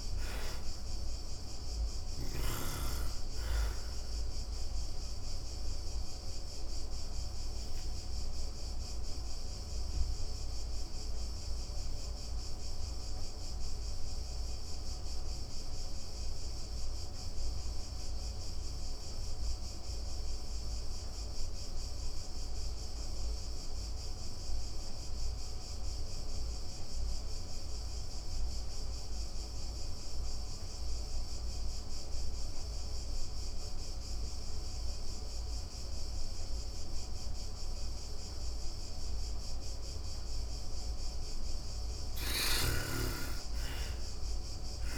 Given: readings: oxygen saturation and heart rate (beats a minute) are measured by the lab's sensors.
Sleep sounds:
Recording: breathing in sleep, hard to hear, by a room microphone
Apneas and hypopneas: 1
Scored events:
0.00-1.50 s: snoring (device-marked)
0.00-23.00 s: oxygen desaturation (device-marked, oxygen 74% lowest, heart rate 69 extreme)
5.00-40.00 s: obstructive apnea (oxygen 99% before, 72% lowest, heart rate 114 before, 69 extreme, up 28 after)
37.00-44.98 s: oxygen desaturation (device-marked, oxygen 98% before, 77% lowest, heart rate 127 before, 115 extreme)
41.00-44.98 s: arousal
41.00-44.98 s: snoring (device-marked)
From the record:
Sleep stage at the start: N2 (light sleep)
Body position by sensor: on the back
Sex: female

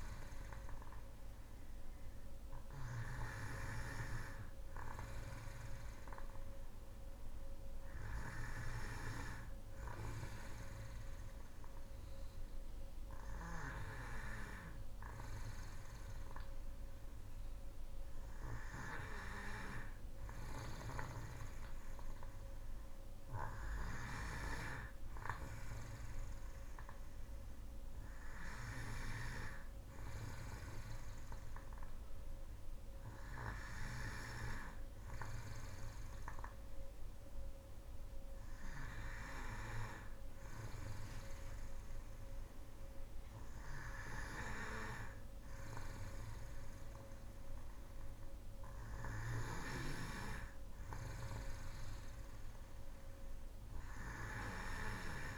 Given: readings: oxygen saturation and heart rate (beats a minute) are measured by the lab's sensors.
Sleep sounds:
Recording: breathing in sleep by a room microphone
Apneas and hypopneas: none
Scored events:
none scored
From the record:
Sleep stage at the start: N2 (light sleep)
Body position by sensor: on the back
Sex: female

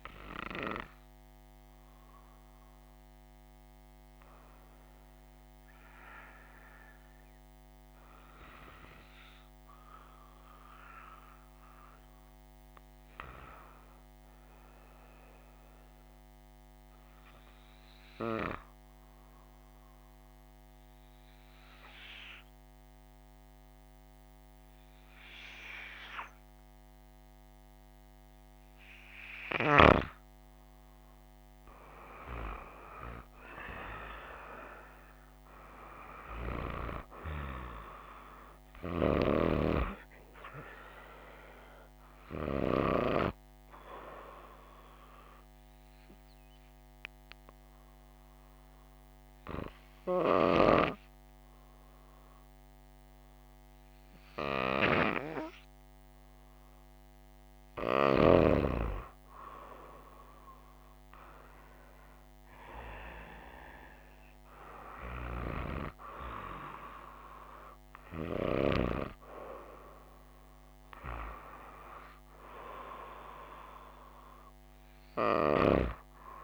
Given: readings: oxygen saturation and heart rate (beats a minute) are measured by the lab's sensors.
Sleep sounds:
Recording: breathing in sleep by a microphone on the trachea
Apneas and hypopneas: 2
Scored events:
11.00-15.00 s: arousal
20.50-30.50 s: hypopnea (oxygen 97% before, 93% lowest, heart rate 59 before, 54 extreme, up 3 after)
32.50-36.50 s: arousal
44.00-57.00 s: hypopnea (oxygen 96% before, 93% lowest, heart rate 57 before, 56 extreme, up 4 after)
59.00-63.00 s: arousal
From the record:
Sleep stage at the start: N2 (light sleep)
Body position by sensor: on the right side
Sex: female

